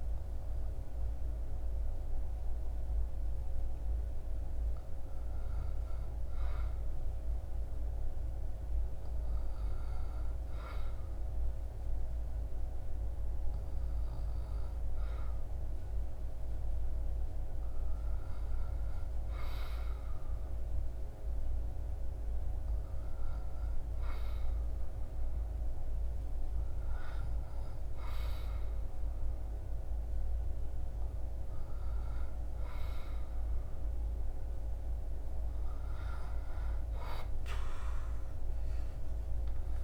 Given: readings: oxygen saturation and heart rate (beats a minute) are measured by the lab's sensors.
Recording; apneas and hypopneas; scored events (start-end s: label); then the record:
breathing in sleep, hard to hear, by a room microphone; none
none scored
From the record:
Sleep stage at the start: N2 (light sleep); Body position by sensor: on the back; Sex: male